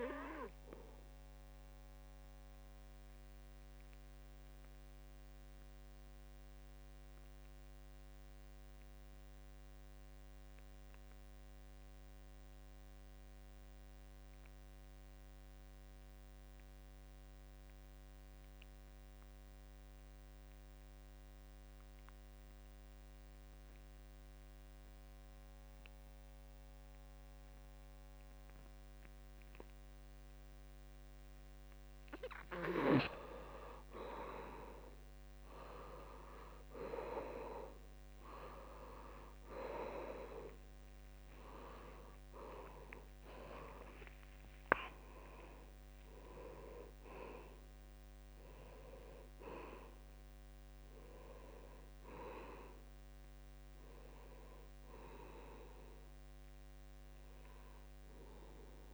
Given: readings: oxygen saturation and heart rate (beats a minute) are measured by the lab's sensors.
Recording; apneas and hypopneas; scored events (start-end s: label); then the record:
breathing in sleep by a microphone on the trachea; 1
0.00-16.00 s: oxygen desaturation (device-marked, oxygen 71% lowest, heart rate 68 extreme)
0.50-31.50 s: obstructive apnea (oxygen 97% before, 71% lowest, heart rate 80 before, 68 extreme, up 13 after)
12.00-14.00 s: long interval between heartbeats (device-marked, heart rate 78 before, 69 extreme)
16.00-18.00 s: long interval between heartbeats (device-marked, heart rate 76 before, 72 extreme)
18.50-20.50 s: long interval between heartbeats (device-marked, heart rate 74 before, 74 extreme)
23.00-58.94 s: oxygen desaturation (device-marked, oxygen 97% before, 75% lowest, heart rate 72 before, 64 extreme)
30.50-32.50 s: long interval between heartbeats (device-marked, heart rate 72 before, 77 extreme)
33.00-35.00 s: long interval between heartbeats (device-marked, heart rate 74 before, 77 extreme)
35.50-37.50 s: long interval between heartbeats (device-marked, heart rate 74 before, 82 extreme)
38.50-42.00 s: arousal
42.50-44.50 s: long interval between heartbeats (device-marked, heart rate 79 before, 129 extreme)
From the record:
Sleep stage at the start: N2 (light sleep); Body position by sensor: on the back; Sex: male